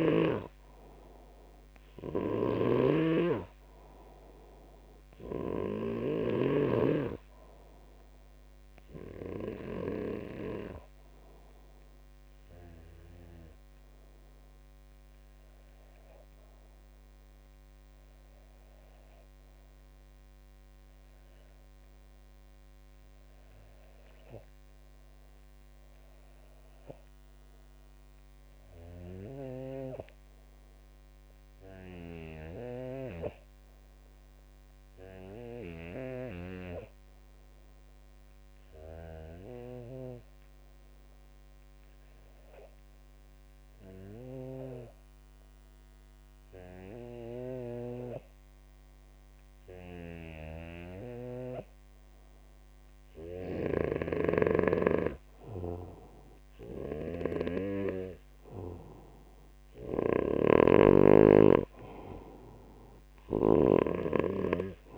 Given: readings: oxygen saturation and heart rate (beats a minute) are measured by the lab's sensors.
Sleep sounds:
breathing in sleep by a microphone on the trachea; 1
0.00-6.50 s: snoring (device-marked)
8.00-64.98 s: new sleep stage, REM sleep
13.00-56.00 s: obstructive apnea (oxygen 96% before, 73% lowest, heart rate 77 before, 66 extreme, up 16 after)
41.00-64.98 s: oxygen desaturation (device-marked, oxygen 96% before, 73% lowest, heart rate 77 before, 74 extreme)
59.00-62.50 s: arousal
60.00-64.00 s: snoring (device-marked)
From the record:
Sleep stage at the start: N2 (light sleep); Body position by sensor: on the back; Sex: male

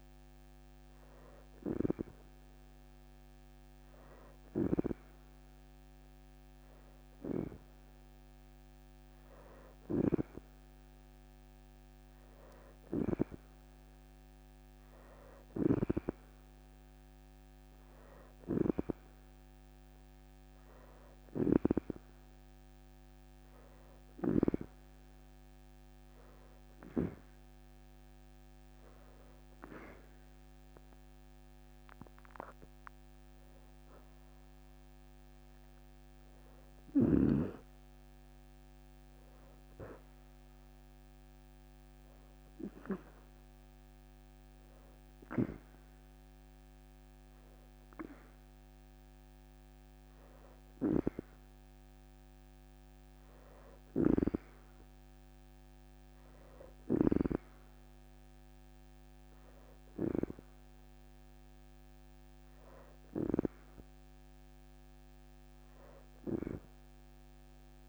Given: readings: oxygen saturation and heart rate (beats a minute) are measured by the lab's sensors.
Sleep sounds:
breathing in sleep by a microphone on the trachea; 1
10.50-12.00 s: leg movement (device-marked)
15.50-17.00 s: leg movement (device-marked)
42.00-53.00 s: hypopnea (oxygen 91% before, 86% lowest, heart rate 64 before, 35 extreme, up 24 after)
55.00-58.50 s: arousal
From the record:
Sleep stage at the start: N2 (light sleep); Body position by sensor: on the back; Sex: female

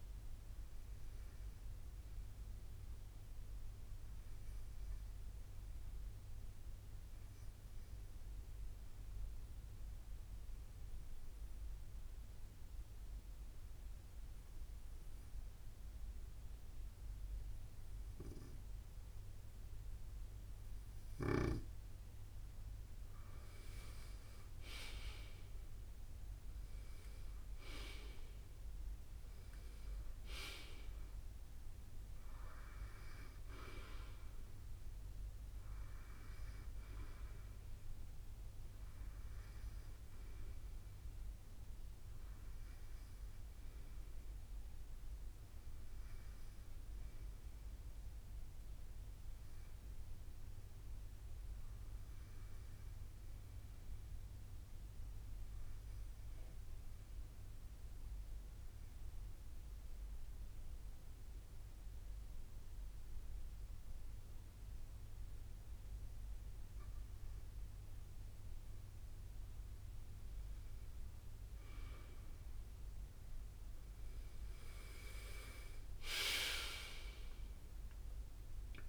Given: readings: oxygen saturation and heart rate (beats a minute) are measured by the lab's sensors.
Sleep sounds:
breathing in sleep by a room microphone; 2
2.00-21.00 s: obstructive apnea (oxygen 97% before, 93% lowest, heart rate 65 before, 60 extreme, up 2 after)
22.50-38.50 s: drop in pulse transit time (device-marked, heart rate 65 before, 61 extreme)
23.50-27.00 s: arousal
54.00-67.50 s: obstructive apnea (oxygen 97% before, 95% lowest, heart rate 63 before, 62 extreme, up 4 after)
70.50-74.50 s: arousal
71.50-78.89 s: drop in pulse transit time (device-marked, heart rate 64 before, 65 extreme)
From the record:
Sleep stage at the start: N2 (light sleep); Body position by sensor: on the right side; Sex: male

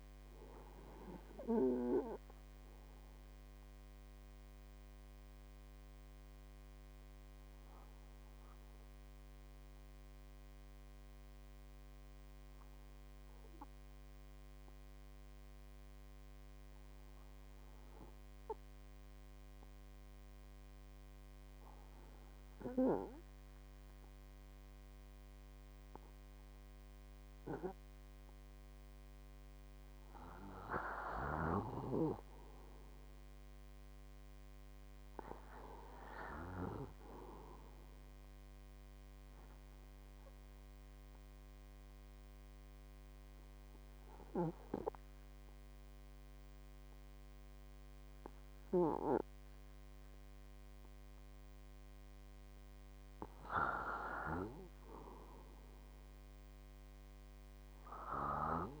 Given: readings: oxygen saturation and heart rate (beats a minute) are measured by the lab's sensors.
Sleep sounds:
breathing in sleep by a microphone on the trachea; 2
0.00-13.50 s: oxygen desaturation (device-marked, oxygen 93% lowest, heart rate 50 extreme)
4.00-29.00 s: obstructive apnea (oxygen 98% before, 93% lowest, heart rate 67 before, 50 extreme, up 26 after)
31.50-34.50 s: arousal
37.50-55.50 s: oxygen desaturation (device-marked, oxygen 97% before, 93% lowest, heart rate 70 before, 53 extreme)
39.50-52.00 s: obstructive apnea (oxygen 99% before, 92% lowest, heart rate 70 before, 53 extreme, up 22 after)
55.00-58.50 s: arousal
From the record:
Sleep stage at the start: N2 (light sleep); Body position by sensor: on the right side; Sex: male

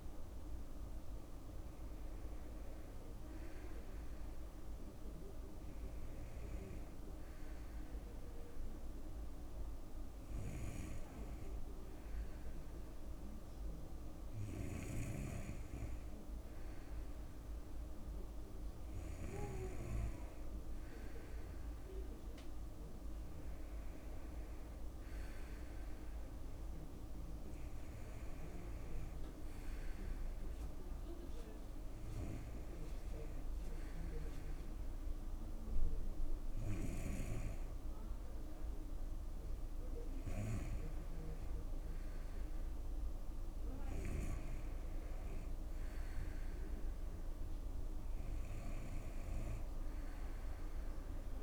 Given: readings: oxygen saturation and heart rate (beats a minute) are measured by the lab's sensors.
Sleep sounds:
breathing in sleep by a room microphone; none
none scored
From the record:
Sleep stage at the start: N2 (light sleep); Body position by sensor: on the right side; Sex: male

